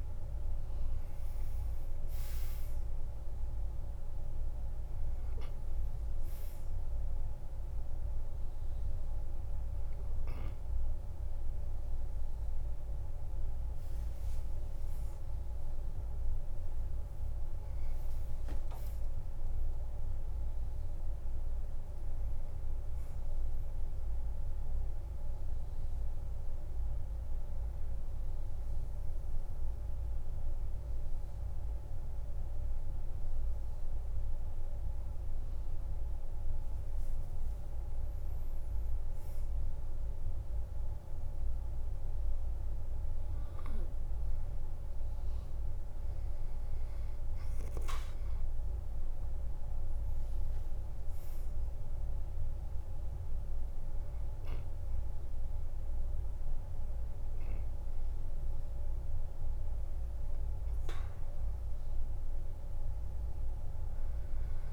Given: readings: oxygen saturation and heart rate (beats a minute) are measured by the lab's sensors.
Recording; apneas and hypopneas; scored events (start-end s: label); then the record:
breathing in sleep, hard to hear, by a room microphone; 1
0.00-22.00 s: oxygen desaturation (device-marked, oxygen 91% lowest, heart rate 46 extreme)
18.00-20.00 s: long interval between heartbeats (device-marked, heart rate 72 before, 94 extreme)
20.50-23.00 s: arousal
24.50-35.50 s: central apnea (oxygen 98% before, 94% lowest, heart rate 66 before, 46 extreme, up 8 after)
36.50-40.00 s: arousal
From the record:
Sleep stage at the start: N2 (light sleep); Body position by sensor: on the back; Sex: male